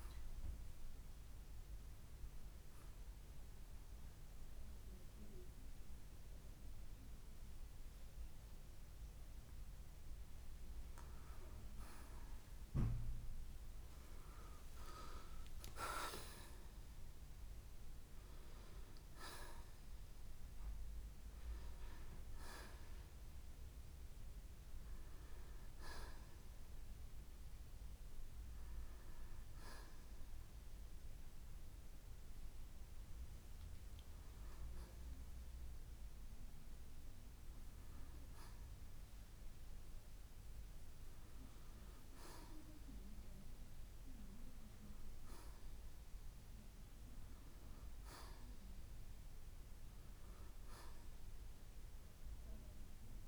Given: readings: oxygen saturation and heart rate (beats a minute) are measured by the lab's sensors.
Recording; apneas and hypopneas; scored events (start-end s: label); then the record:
breathing in sleep by a room microphone; none
3.50-16.50 s: oxygen desaturation (device-marked, oxygen 91% before, 86% lowest, heart rate 66 before, 57 extreme)
12.50-18.00 s: arousal
31.50-38.50 s: oxygen desaturation (device-marked, oxygen 91% before, 85% lowest, heart rate 68 before, 61 extreme)
From the record:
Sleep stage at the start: N1 (lightest sleep); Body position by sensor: on the right side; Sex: male